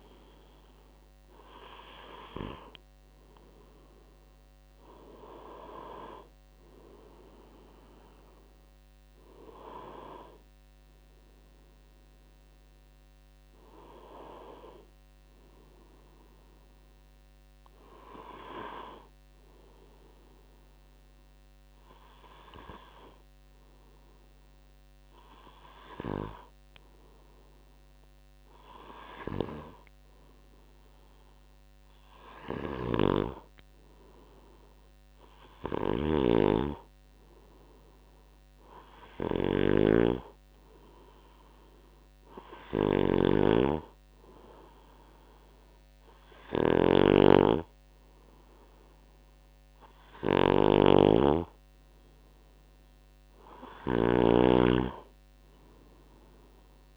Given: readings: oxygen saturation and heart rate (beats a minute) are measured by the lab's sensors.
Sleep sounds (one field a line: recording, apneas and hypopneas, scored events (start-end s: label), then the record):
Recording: breathing in sleep by a microphone on the trachea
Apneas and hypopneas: none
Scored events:
2.50-7.00 s: arousal
32.50-56.97 s: snoring (device-marked)
54.00-56.97 s: arousal
From the record:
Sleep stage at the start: N2 (light sleep)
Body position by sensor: on the right side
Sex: male